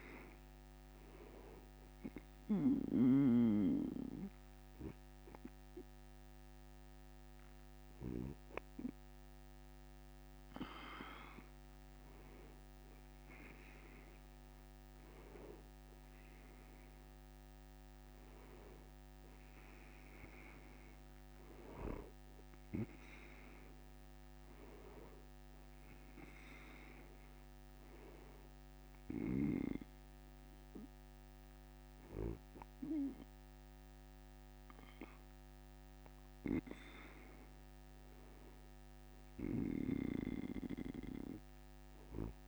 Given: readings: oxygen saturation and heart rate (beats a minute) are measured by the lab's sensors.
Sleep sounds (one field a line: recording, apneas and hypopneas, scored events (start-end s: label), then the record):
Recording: breathing in sleep by a microphone on the trachea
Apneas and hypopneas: 1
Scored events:
1.00-12.00 s: obstructive apnea (oxygen 98% before, 96% lowest)
15.00-18.50 s: arousal
From the record:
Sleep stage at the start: N2 (light sleep)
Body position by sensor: on the back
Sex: male